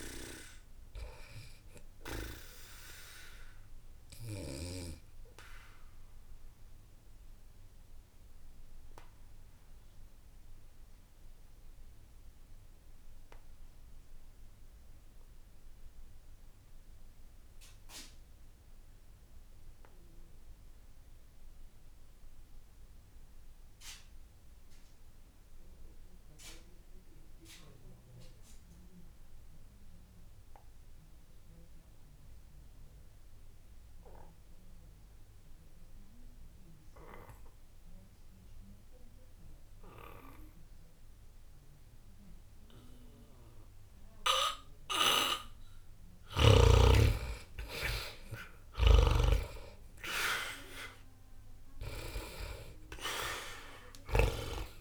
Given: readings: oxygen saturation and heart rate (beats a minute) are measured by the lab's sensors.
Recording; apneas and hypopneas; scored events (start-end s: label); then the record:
breathing in sleep by a room microphone; 1
0.00-22.00 s: oxygen desaturation (device-marked, oxygen 72% lowest, heart rate 60 extreme)
1.50-46.50 s: obstructive apnea (oxygen 93% before, 72% lowest, heart rate 60 before, 60 extreme, up 10 after)
38.00-54.81 s: oxygen desaturation (device-marked, oxygen 98% before, 72% lowest, heart rate 60 before, 60 extreme)
49.00-54.50 s: snoring (device-marked)
50.00-54.00 s: arousal
From the record:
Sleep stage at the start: N2 (light sleep); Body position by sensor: on the back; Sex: male